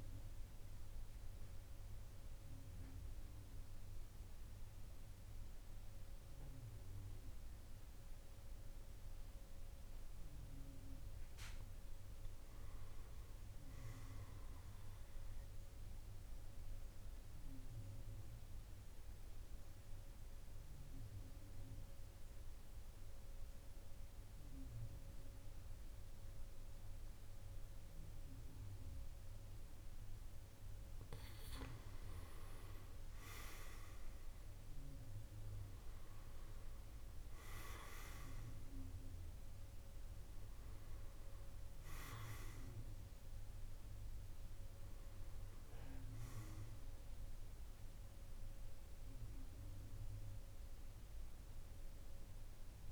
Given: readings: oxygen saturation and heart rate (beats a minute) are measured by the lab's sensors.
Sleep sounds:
breathing in sleep by a room microphone; 2
0.00-7.00 s: oxygen desaturation (device-marked, oxygen 91% lowest, heart rate 49 extreme)
0.50-10.50 s: central apnea (oxygen 96% before, 91% lowest, heart rate 54 before, 49 extreme, up 4 after)
12.00-14.50 s: arousal
17.00-30.00 s: obstructive apnea (oxygen 99% before, 91% lowest, heart rate 50 before, 48 extreme, up 5 after)
32.50-36.50 s: arousal
37.00-52.91 s: oxygen desaturation (device-marked, oxygen 97% before, 91% lowest, heart rate 51 before, 48 extreme)
From the record:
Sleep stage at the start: N2 (light sleep); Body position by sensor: on the back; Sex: male

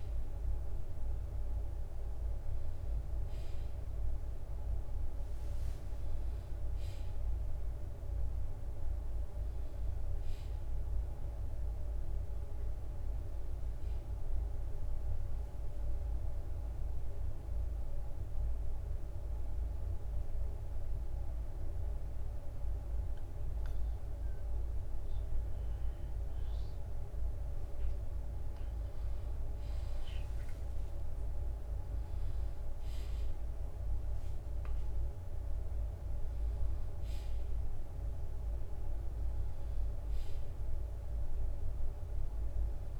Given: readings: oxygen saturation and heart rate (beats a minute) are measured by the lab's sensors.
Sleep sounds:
breathing in sleep, hard to hear, by a room microphone; 1
2.00-43.00 s: new sleep stage, N2 (light sleep)
16.50-26.50 s: obstructive apnea (oxygen 97% before, 95% lowest, heart rate 64 before, 59 extreme, up 10 after)
20.00-22.00 s: bradycardia (device-marked, heart rate 68 before, 61 extreme)
29.00-34.00 s: arousal
33.00-43.00 s: drop in pulse transit time (device-marked, heart rate 62 before, 63 extreme)
From the record:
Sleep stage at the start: N1 (lightest sleep); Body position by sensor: on the back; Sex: male

